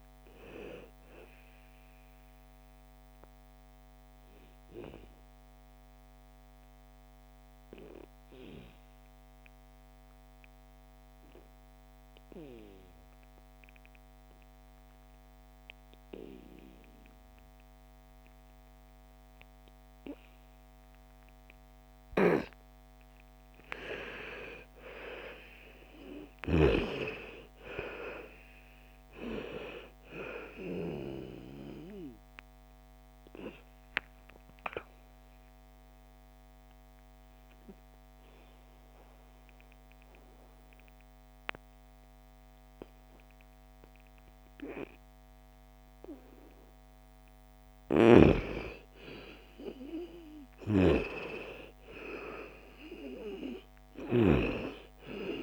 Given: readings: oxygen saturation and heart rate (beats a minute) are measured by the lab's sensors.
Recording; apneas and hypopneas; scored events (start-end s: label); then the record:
breathing in sleep by a microphone on the trachea; 2
0.00-7.50 s: oxygen desaturation (device-marked, oxygen 83% lowest, heart rate 56 extreme)
3.50-23.00 s: obstructive apnea (oxygen 98% before, 81% lowest, heart rate 65 before, 55 extreme, up 14 after)
21.50-43.50 s: oxygen desaturation (device-marked, oxygen 99% before, 81% lowest, heart rate 59 before, 54 extreme)
24.50-28.00 s: arousal
31.00-47.00 s: obstructive apnea (oxygen 99% before, 81% lowest, heart rate 59 before, 54 extreme, up 8 after)
48.50-51.50 s: arousal
50.50-55.43 s: oxygen desaturation (device-marked, oxygen 99% before, 89% lowest, heart rate 62 before, 54 extreme)
From the record:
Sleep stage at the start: N2 (light sleep); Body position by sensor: on the back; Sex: female